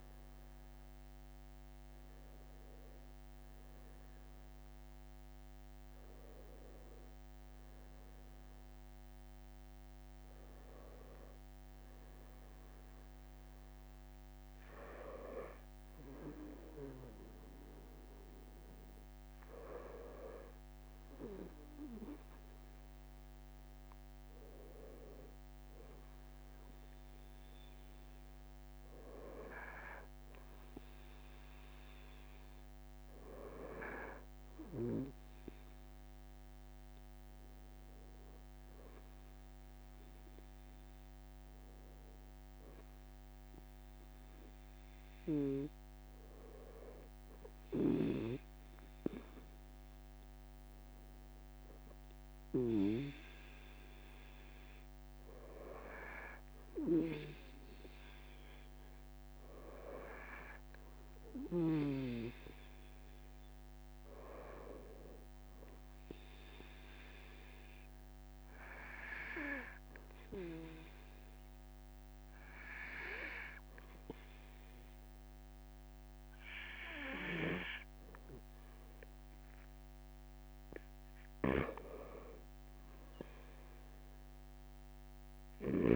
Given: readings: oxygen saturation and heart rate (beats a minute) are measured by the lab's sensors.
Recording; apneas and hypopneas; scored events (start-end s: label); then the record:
a person partly awake in a sleep study, by a microphone on the trachea; none
0.00-10.50 s: oxygen desaturation (device-marked, oxygen 92% lowest)
1.50-3.50 s: long interval between heartbeats (device-marked)
10.00-12.00 s: long interval between heartbeats (device-marked)
10.50-40.50 s: new sleep stage, N1 (lightest sleep)
14.00-16.00 s: long interval between heartbeats (device-marked)
19.00-21.00 s: long interval between heartbeats (device-marked, heart rate 32 before, 37 extreme)
24.50-26.50 s: long interval between heartbeats (device-marked, heart rate 39 before, 27 extreme)
31.50-33.50 s: long interval between heartbeats (device-marked)
36.50-38.50 s: long interval between heartbeats (device-marked)
40.50-85.96 s: new sleep stage, N2 (light sleep)
46.00-48.00 s: long interval between heartbeats (device-marked)
81.00-83.00 s: long interval between heartbeats (device-marked)
From the record:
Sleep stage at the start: awake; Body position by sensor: on the right side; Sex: male